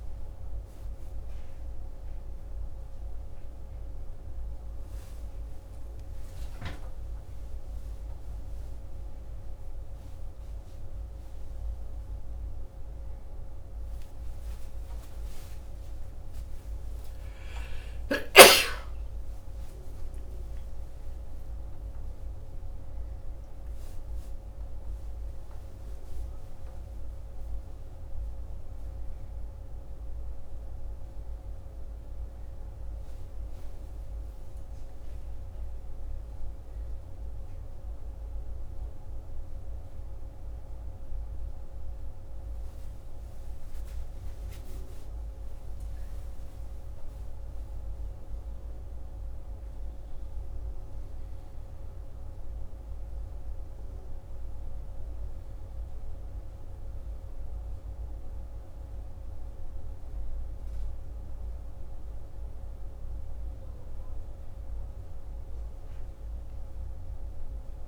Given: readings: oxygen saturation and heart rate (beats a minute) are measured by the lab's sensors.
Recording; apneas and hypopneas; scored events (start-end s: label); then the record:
a person awake in a sleep study, hard to hear, by a room microphone; none
52.00-67.87 s: oxygen desaturation (device-marked, oxygen 99% before, 94% lowest, heart rate 62 before, 56 extreme)
From the record:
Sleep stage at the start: awake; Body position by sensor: on the right side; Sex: male